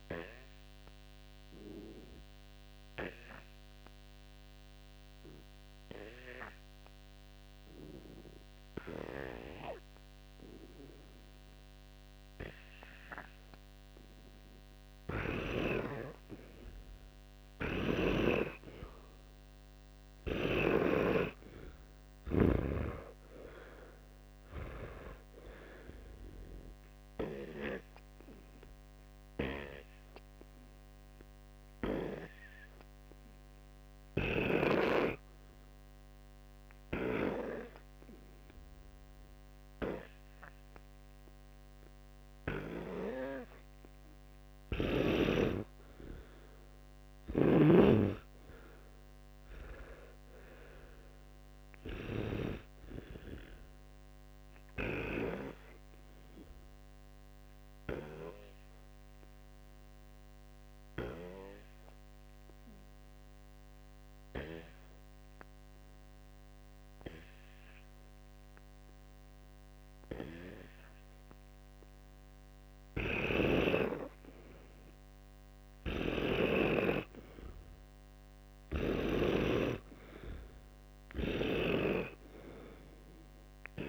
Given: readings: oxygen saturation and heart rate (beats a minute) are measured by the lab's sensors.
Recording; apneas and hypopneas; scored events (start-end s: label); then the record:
breathing in sleep by a microphone on the trachea; 3
0.50-13.00 s: hypopnea (oxygen 99% before, 89% lowest, heart rate 59 before, 57 extreme, up 2 after)
1.50-20.50 s: oxygen desaturation (device-marked, oxygen 99% before, 91% lowest, heart rate 58 before, 57 extreme)
17.50-22.50 s: snoring (device-marked)
20.00-24.50 s: arousal
28.50-37.50 s: oxygen desaturation (device-marked, oxygen 97% before, 91% lowest, heart rate 61 before, 58 extreme)
33.00-43.00 s: hypopnea (oxygen 97% before, 89% lowest, heart rate 62 before, 58 extreme, up 16 after)
46.50-53.50 s: oxygen desaturation (device-marked, oxygen 92% before, 89% lowest, heart rate 68 before, 57 extreme)
47.00-52.50 s: snoring (device-marked)
50.00-55.50 s: arousal
61.00-73.50 s: hypopnea (oxygen 98% before, 91% lowest, heart rate 71 before, 57 extreme, up 7 after)
73.00-76.50 s: snoring (device-marked)
77.00-81.50 s: arousal
78.50-83.88 s: oxygen desaturation (device-marked, oxygen 100% before, 91% lowest, heart rate 59 before, 57 extreme)
From the record:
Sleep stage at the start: N2 (light sleep); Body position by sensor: on the back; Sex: male